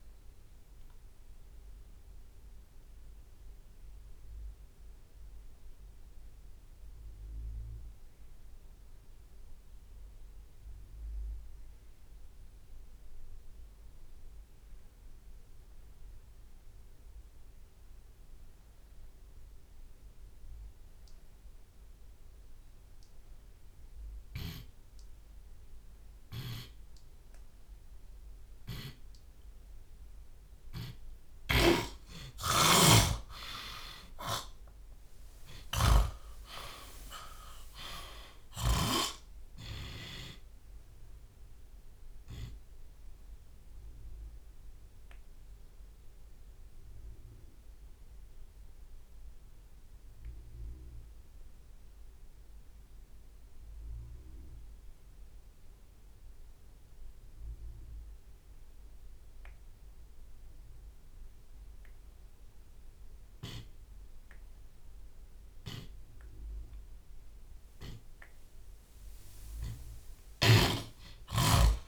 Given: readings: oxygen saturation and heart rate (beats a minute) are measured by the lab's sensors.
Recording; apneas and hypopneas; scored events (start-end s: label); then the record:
breathing in sleep by a room microphone; 2
0.00-1.50 s: drop in pulse transit time (device-marked, heart rate 50 extreme)
0.00-2.00 s: long interval between heartbeats (device-marked, heart rate 68 before, 66 extreme)
3.00-19.00 s: mixed apnea (oxygen 96% before, 74% lowest)
12.50-28.50 s: oxygen desaturation (device-marked, oxygen 97% before, 74% lowest)
13.50-14.50 s: drop in pulse transit time (device-marked, heart rate 46 before, 31 extreme)
18.00-20.00 s: long interval between heartbeats (device-marked, heart rate 50 before, 78 extreme)
20.00-22.00 s: long interval between heartbeats (device-marked, heart rate 52 before, 93 extreme)
22.50-24.50 s: long interval between heartbeats (device-marked, heart rate 56 before, 69 extreme)
24.50-26.50 s: long interval between heartbeats (device-marked, heart rate 58 before, 69 extreme)
26.50-28.50 s: long interval between heartbeats (device-marked, heart rate 58 before, 57 extreme)
28.50-30.50 s: long interval between heartbeats (device-marked, heart rate 57 before, 56 extreme)
29.50-39.50 s: drop in pulse transit time (device-marked, heart rate 60 before, 56 extreme)
30.50-32.50 s: long interval between heartbeats (device-marked, heart rate 62 before, 57 extreme)
31.00-39.00 s: snoring (device-marked)
31.50-37.00 s: arousal
33.00-35.00 s: long interval between heartbeats (device-marked, heart rate 65 before, 64 extreme)
35.50-37.50 s: long interval between heartbeats (device-marked, heart rate 71 before, 88 extreme)
47.50-64.50 s: obstructive apnea (oxygen 98% before, 81% lowest, heart rate 63 before, 46 extreme, up 34 after)
50.50-51.50 s: drop in pulse transit time (device-marked, heart rate 58 before, 56 extreme)
51.50-53.50 s: long interval between heartbeats (device-marked, heart rate 58 before, 55 extreme)
57.50-71.88 s: oxygen desaturation (device-marked, oxygen 97% before, 83% lowest, heart rate 50 before, 57 extreme)
63.50-64.50 s: drop in pulse transit time (device-marked, heart rate 39 before, 57 extreme)
65.00-67.00 s: long interval between heartbeats (device-marked, heart rate 42 before, 61 extreme)
70.00-71.88 s: snoring (device-marked)
70.50-71.88 s: tachycardia (device-marked, heart rate 60 before, 162 extreme)
From the record:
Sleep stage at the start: N2 (light sleep); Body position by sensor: on the left side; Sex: male